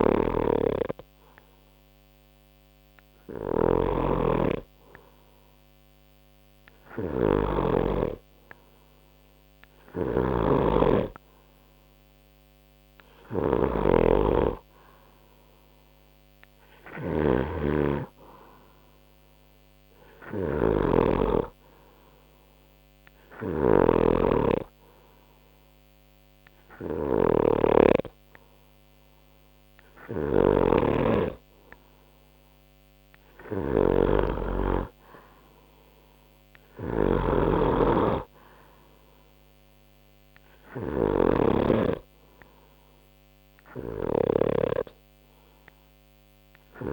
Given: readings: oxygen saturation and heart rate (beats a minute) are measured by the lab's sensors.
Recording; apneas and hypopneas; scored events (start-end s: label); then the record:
breathing in sleep by a microphone on the trachea; 1
0.00-8.00 s: oxygen desaturation (device-marked, oxygen 92% lowest, heart rate 61 extreme)
0.00-46.93 s: snoring (device-marked)
22.50-33.50 s: hypopnea (oxygen 95% before, 92% lowest, heart rate 63 before, 61 extreme, up 2 after)
35.00-38.00 s: arousal
From the record:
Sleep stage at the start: N2 (light sleep); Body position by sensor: on the right side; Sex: male